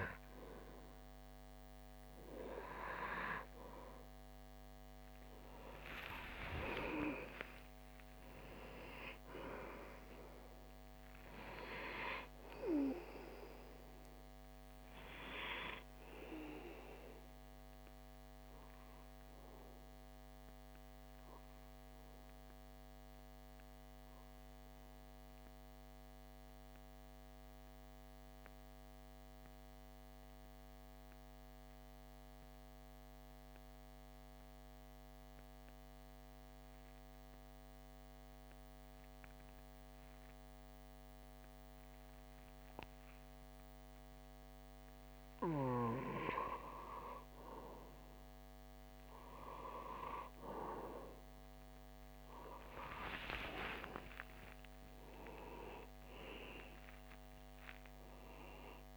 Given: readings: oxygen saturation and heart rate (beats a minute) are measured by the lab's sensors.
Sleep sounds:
breathing in sleep by a microphone on the trachea; 1
1.50-20.50 s: oxygen desaturation (device-marked, oxygen 97% before, 92% lowest)
2.50-8.00 s: arousal
17.00-44.00 s: obstructive apnea (oxygen 97% before, 93% lowest)
47.50-58.97 s: oxygen desaturation (device-marked, oxygen 97% before, 93% lowest)
51.50-56.00 s: arousal
From the record:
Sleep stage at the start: N2 (light sleep); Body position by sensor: on the back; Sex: male

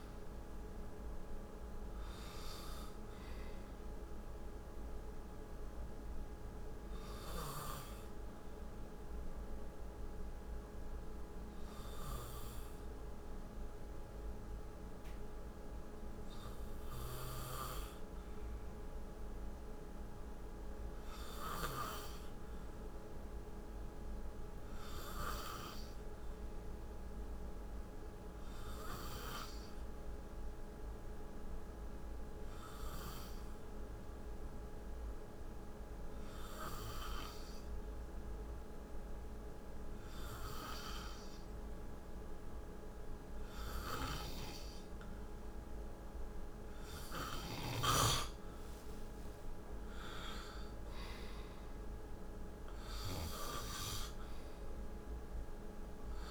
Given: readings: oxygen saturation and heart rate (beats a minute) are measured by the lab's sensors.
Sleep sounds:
breathing in sleep by a room microphone; 1
26.50-45.00 s: hypopnea (oxygen 97% before, 92% lowest, heart rate 54 before, 49 extreme, up 13 after)
47.00-52.00 s: arousal
49.50-56.31 s: oxygen desaturation (device-marked, oxygen 95% before, 92% lowest, heart rate 55 before, 49 extreme)
From the record:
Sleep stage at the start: N2 (light sleep); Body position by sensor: on the right side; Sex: male

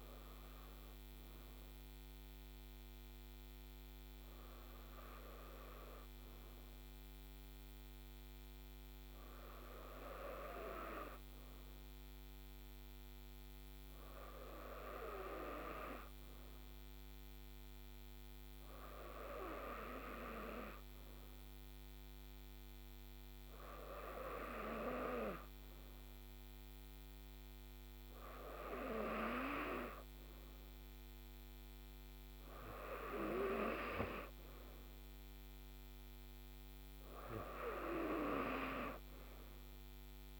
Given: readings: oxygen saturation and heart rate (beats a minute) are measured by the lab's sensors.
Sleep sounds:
breathing in sleep by a microphone on the trachea; none
none scored
From the record:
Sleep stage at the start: N2 (light sleep); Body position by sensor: on the right side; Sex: female

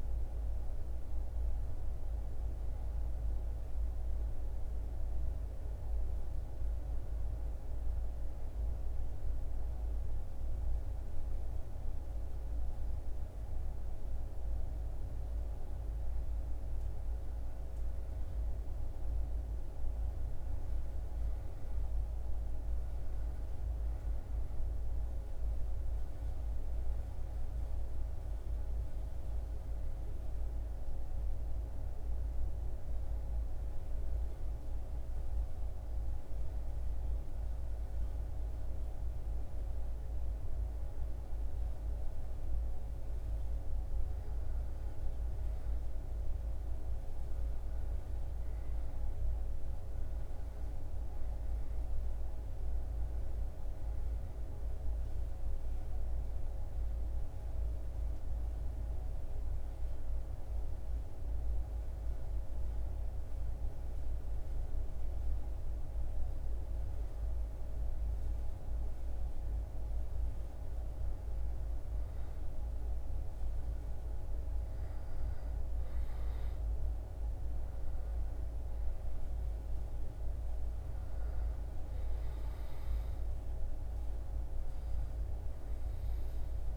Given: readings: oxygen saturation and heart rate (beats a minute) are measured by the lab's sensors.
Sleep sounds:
breathing in sleep, hard to hear, by a room microphone; 3
3.00-16.00 s: hypopnea (oxygen 97% before, 94% lowest, heart rate 74 before, 70 extreme, up 5 after)
18.50-22.00 s: arousal
31.00-43.50 s: hypopnea (oxygen 97% before, 94% lowest, heart rate 73 before, 71 extreme, up 6 after)
45.50-50.00 s: arousal
61.00-71.00 s: hypopnea (oxygen 97% before, 95% lowest, heart rate 75 before, 72 extreme, up 3 after)
75.00-79.00 s: arousal
From the record:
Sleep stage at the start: REM sleep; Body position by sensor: on the back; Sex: male

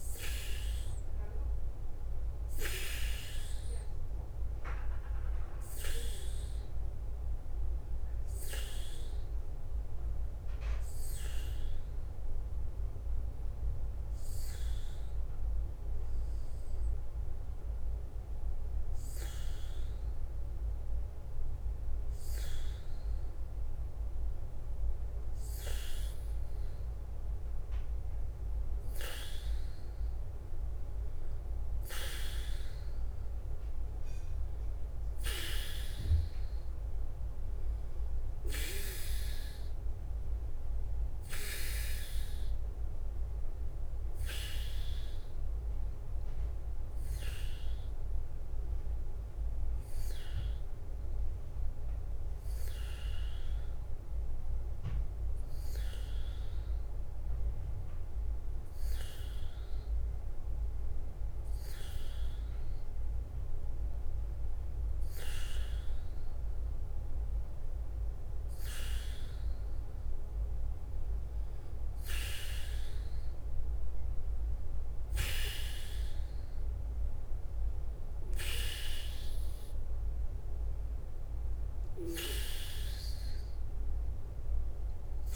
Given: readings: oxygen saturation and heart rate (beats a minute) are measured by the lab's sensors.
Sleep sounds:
breathing in sleep by a room microphone; 2
0.00-23.50 s: oxygen desaturation (device-marked, oxygen 93% lowest, heart rate 50 extreme)
0.00-85.36 s: bradycardia (device-marked, heart rate 44 extreme)
8.50-27.50 s: hypopnea (oxygen 98% before, 92% lowest, heart rate 52 before, 50 extreme, up 1 after)
30.00-33.00 s: arousal
36.50-61.50 s: oxygen desaturation (device-marked, oxygen 96% before, 92% lowest, heart rate 51 before, 51 extreme)
47.50-64.00 s: hypopnea (oxygen 96% before, 91% lowest, heart rate 53 before, 51 extreme, up 0 after)
68.50-71.00 s: arousal
From the record:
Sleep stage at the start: N2 (light sleep); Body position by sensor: on the back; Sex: male

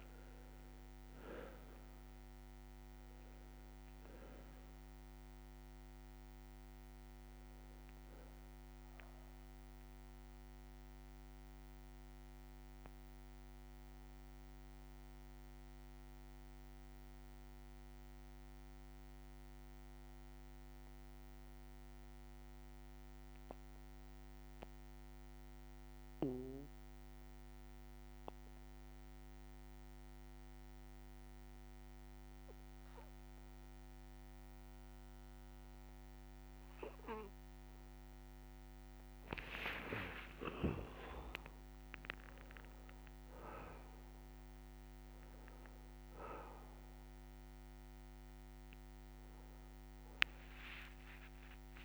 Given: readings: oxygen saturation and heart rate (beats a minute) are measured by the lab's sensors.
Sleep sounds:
breathing in sleep by a microphone on the trachea; 1
0.00-19.50 s: oxygen desaturation (device-marked, oxygen 91% lowest, heart rate 60 extreme)
8.50-10.50 s: long interval between heartbeats (device-marked, heart rate 67 before, 74 extreme)
11.50-38.50 s: obstructive apnea (oxygen 99% before, 91% lowest, heart rate 69 before, 54 extreme, up 23 after)
38.50-51.85 s: oxygen desaturation (device-marked, oxygen 99% before, 93% lowest, heart rate 62 before, 54 extreme)
39.50-41.50 s: long interval between heartbeats (device-marked, heart rate 62 before, 77 extreme)
39.50-43.50 s: arousal
43.50-47.50 s: bradycardia (device-marked, heart rate 63 before, 56 extreme)
50.50-51.85 s: tachycardia (device-marked, heart rate 63 before, 129 extreme)
From the record:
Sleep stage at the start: N2 (light sleep); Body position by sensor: on the back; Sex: male

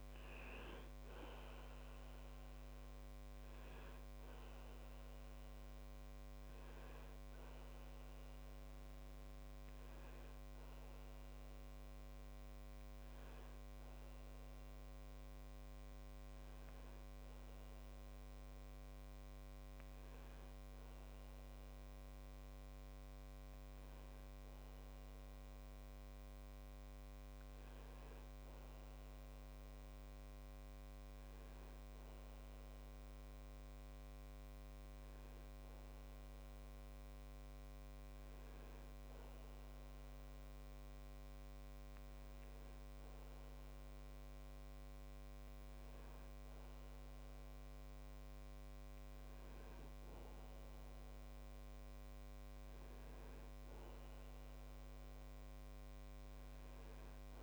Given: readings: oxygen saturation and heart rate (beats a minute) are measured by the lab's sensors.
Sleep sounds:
breathing in sleep, hard to hear, by a microphone on the trachea; none
26.50-57.42 s: new sleep stage, N2 (light sleep)
From the record:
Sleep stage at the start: N1 (lightest sleep); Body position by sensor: on the back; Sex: male

